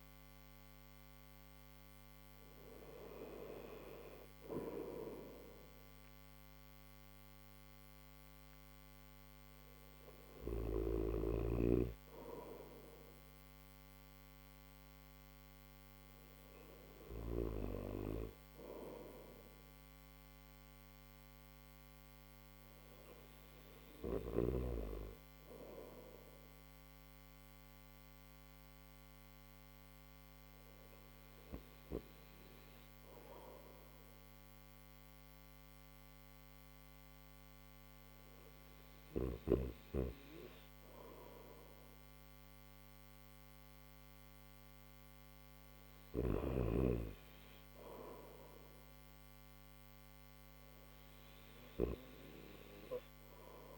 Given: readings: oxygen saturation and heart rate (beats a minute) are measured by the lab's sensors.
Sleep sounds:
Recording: breathing in sleep by a microphone on the trachea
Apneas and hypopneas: none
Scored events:
none scored
From the record:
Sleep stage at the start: N1 (lightest sleep)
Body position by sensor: upright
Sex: male

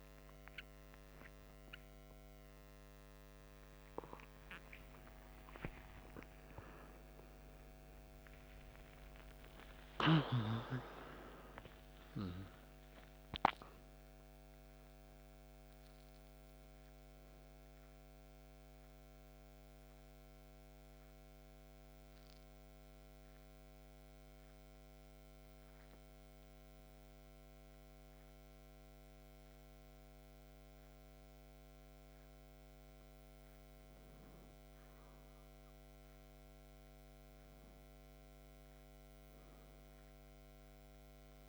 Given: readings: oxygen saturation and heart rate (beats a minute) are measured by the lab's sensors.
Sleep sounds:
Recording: a person awake in a sleep study, by a microphone on the trachea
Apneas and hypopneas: none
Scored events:
31.00-41.49 s: new sleep stage, N1 (lightest sleep)
From the record:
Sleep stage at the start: awake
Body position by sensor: on the back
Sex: male

